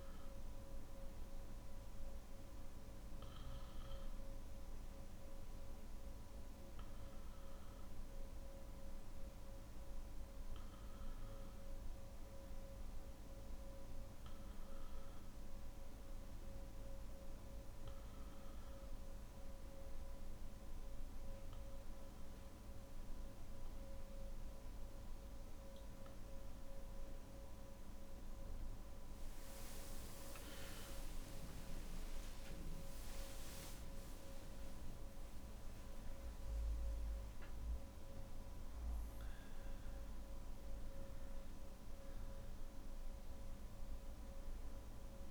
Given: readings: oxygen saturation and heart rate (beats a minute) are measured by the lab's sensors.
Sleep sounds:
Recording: breathing in sleep, hard to hear, by a room microphone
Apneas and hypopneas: none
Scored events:
none scored
From the record:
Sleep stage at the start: N3 (deep sleep)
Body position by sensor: on the back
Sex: male

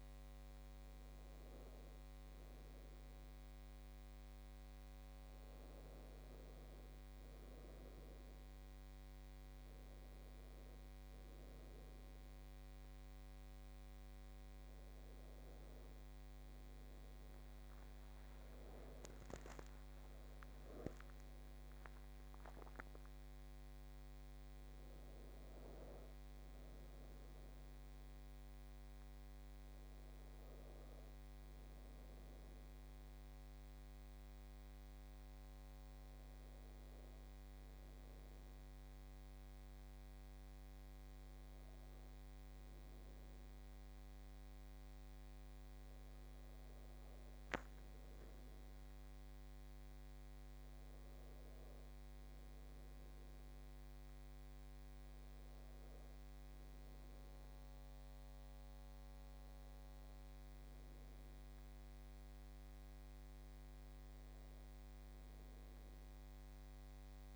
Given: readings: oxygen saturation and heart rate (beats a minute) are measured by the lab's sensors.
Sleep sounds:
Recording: a person awake in a sleep study, hard to hear, by a microphone on the trachea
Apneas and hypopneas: none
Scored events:
37.00-67.36 s: new sleep stage, N1 (lightest sleep)
From the record:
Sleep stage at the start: awake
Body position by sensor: on the back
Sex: female

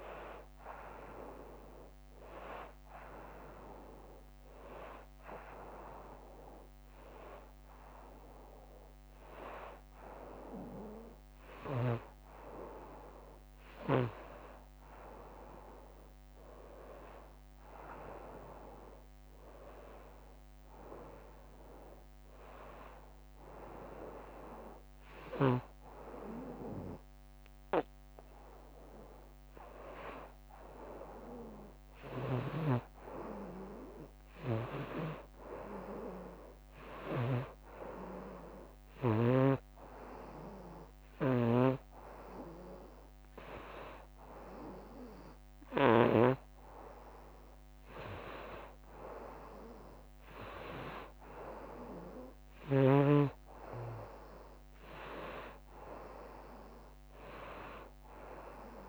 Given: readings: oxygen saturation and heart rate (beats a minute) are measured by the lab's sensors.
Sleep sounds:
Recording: breathing in sleep by a microphone on the trachea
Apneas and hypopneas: 1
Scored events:
22.00-32.00 s: hypopnea (oxygen 95% before, 91% lowest, heart rate 95 before, 88 extreme, up 3 after)
34.00-38.00 s: arousal
37.00-46.00 s: snoring (device-marked)
38.50-49.50 s: oxygen desaturation (device-marked, oxygen 94% before, 91% lowest, heart rate 92 before, 90 extreme)
From the record:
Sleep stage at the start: N2 (light sleep)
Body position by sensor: on the front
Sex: female

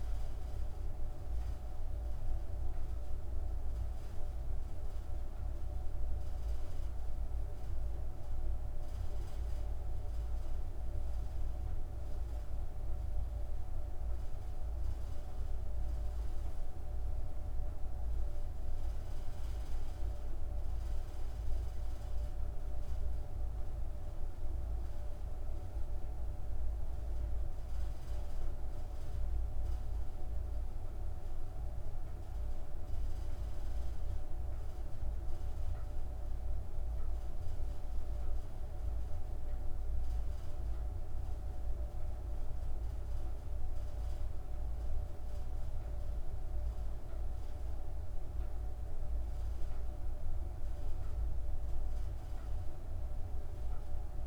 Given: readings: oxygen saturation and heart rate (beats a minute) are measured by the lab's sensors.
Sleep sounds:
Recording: breathing in sleep, hard to hear, by a room microphone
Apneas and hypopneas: none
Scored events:
none scored
From the record:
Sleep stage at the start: N2 (light sleep)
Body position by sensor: on the back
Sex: female

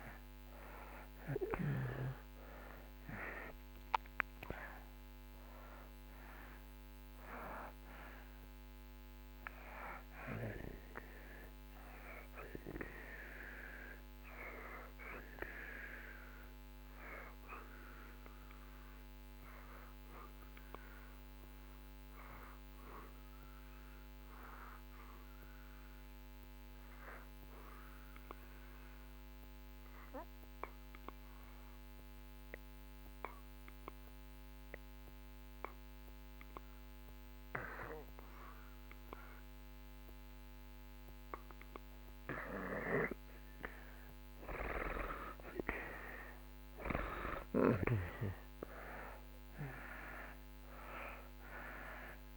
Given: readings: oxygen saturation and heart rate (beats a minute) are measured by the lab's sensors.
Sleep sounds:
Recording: breathing in sleep by a microphone on the trachea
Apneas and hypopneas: 1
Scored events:
0.00-4.50 s: arousal
0.00-4.50 s: oxygen desaturation (device-marked, oxygen 86% lowest)
18.00-42.50 s: obstructive apnea (oxygen 91% before, 80% lowest)
45.00-49.00 s: arousal
45.50-52.37 s: oxygen desaturation (device-marked, oxygen 96% before, 80% lowest)
From the record:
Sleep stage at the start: N2 (light sleep)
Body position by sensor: on the back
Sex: male

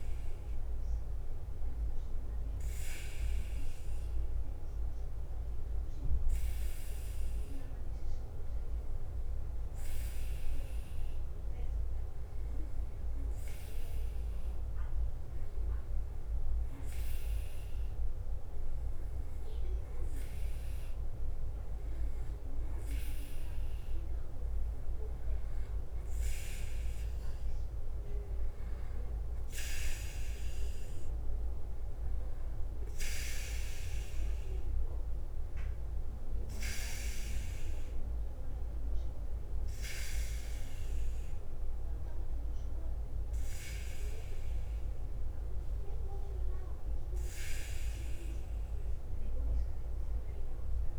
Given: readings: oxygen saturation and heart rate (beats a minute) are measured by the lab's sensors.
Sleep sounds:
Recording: breathing in sleep by a room microphone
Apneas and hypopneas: 1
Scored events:
0.00-5.00 s: bradycardia (device-marked, heart rate 50 extreme)
3.50-22.50 s: hypopnea (oxygen 97% before, 95% lowest, heart rate 52 before, 46 extreme, up 9 after)
7.00-50.99 s: bradycardia (device-marked, heart rate 52 before, 45 extreme)
8.50-10.50 s: long interval between heartbeats (device-marked, heart rate 52 before, 61 extreme)
16.00-50.99 s: new sleep stage, N2 (light sleep)
26.00-31.00 s: arousal
From the record:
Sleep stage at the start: REM sleep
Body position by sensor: on the back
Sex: male

